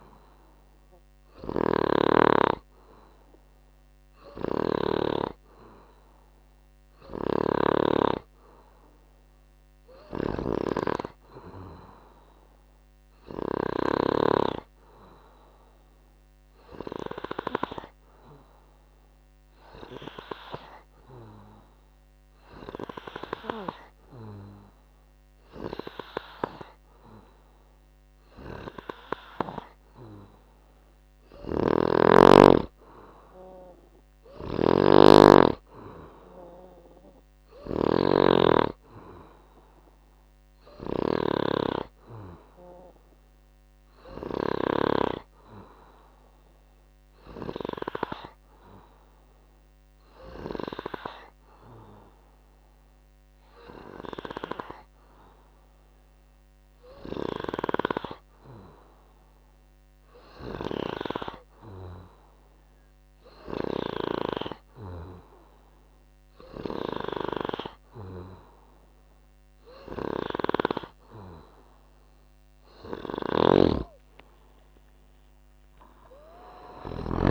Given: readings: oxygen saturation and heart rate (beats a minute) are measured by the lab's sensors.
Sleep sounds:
breathing in sleep by a microphone on the trachea; 2
1.50-5.00 s: snoring (device-marked)
14.00-29.00 s: obstructive apnea (oxygen 94% before, 92% lowest, heart rate 68 before, 62 extreme, up 2 after)
31.50-35.50 s: arousal
34.00-41.50 s: snoring (device-marked)
42.00-60.00 s: hypopnea (oxygen 95% before, 90% lowest, heart rate 69 before, 64 extreme, up 6 after)
62.00-65.50 s: arousal
73.00-77.00 s: snoring (device-marked)
From the record:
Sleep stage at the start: N2 (light sleep); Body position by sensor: on the back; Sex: male

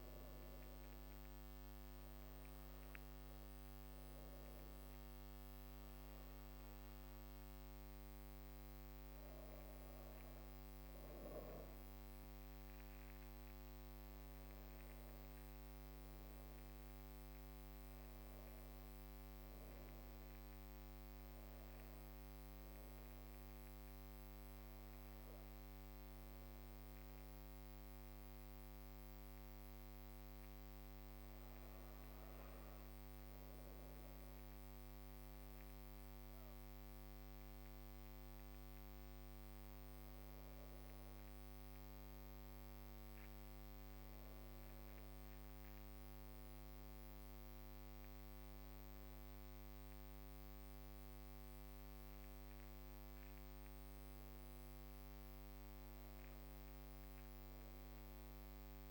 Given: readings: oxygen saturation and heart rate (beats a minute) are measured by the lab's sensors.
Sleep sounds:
breathing in sleep, hard to hear, by a microphone on the trachea; 1
5.00-58.91 s: new sleep stage, N2 (light sleep)
25.50-40.50 s: hypopnea (oxygen 99% before, 97% lowest, heart rate 57 before, 55 extreme, up 19 after)
42.50-48.00 s: arousal
From the record:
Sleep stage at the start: N1 (lightest sleep); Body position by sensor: on the back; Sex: female

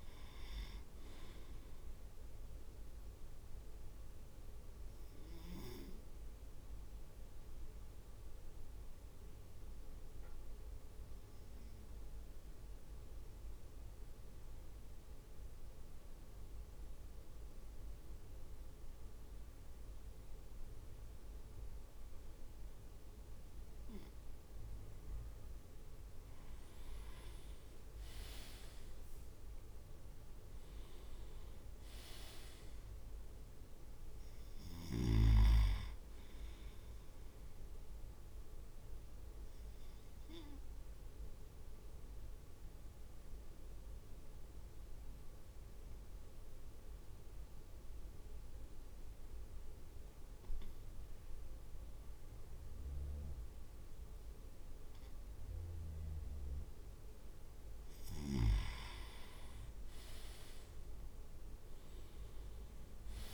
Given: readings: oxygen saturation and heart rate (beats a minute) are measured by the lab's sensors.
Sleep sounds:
breathing in sleep by a room microphone; 2
0.00-4.50 s: drop in pulse transit time (device-marked, heart rate 54 extreme)
3.50-26.50 s: obstructive apnea (oxygen 99% before, 96% lowest, heart rate 56 before, 50 extreme, up 6 after)
26.50-38.50 s: drop in pulse transit time (device-marked, heart rate 54 before, 53 extreme)
27.00-29.00 s: leg movement (device-marked)
28.50-32.50 s: arousal
38.00-57.00 s: obstructive apnea (oxygen 99% before, 96% lowest, heart rate 56 before, 52 extreme, up 4 after)
61.50-63.34 s: drop in pulse transit time (device-marked, heart rate 54 before, 56 extreme)
62.00-63.34 s: arousal
From the record:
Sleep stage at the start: N2 (light sleep); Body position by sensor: on the right side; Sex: male

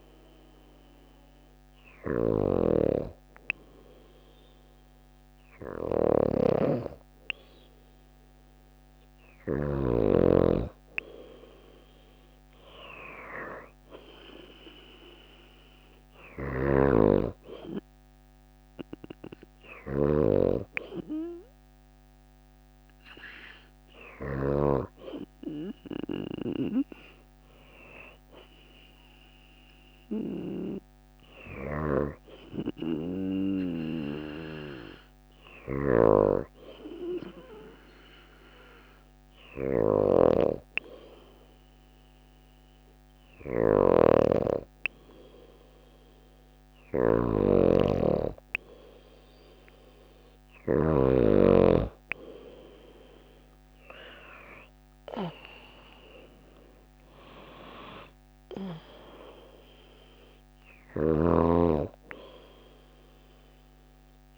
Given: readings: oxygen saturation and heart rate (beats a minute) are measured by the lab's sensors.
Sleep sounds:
breathing in sleep by a microphone on the trachea; none
0.00-9.00 s: snoring (device-marked)
15.50-23.50 s: snoring (device-marked)
30.50-50.00 s: snoring (device-marked)
52.50-57.00 s: arousal
59.50-64.37 s: snoring (device-marked)
From the record:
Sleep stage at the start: N2 (light sleep); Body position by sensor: on the back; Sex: female

